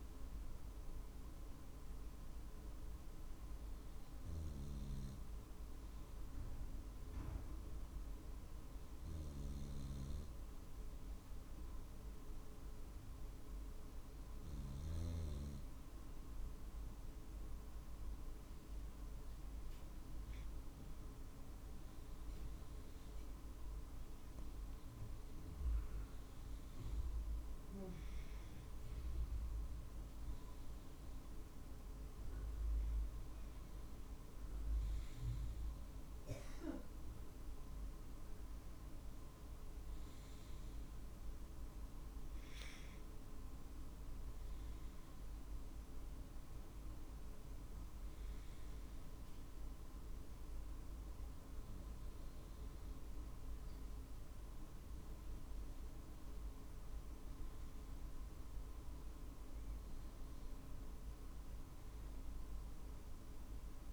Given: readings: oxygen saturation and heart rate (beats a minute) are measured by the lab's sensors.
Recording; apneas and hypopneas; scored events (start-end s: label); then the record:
breathing in sleep, hard to hear, by a room microphone; none
27.00-30.50 s: arousal
From the record:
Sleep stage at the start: N2 (light sleep); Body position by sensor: on the right side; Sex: male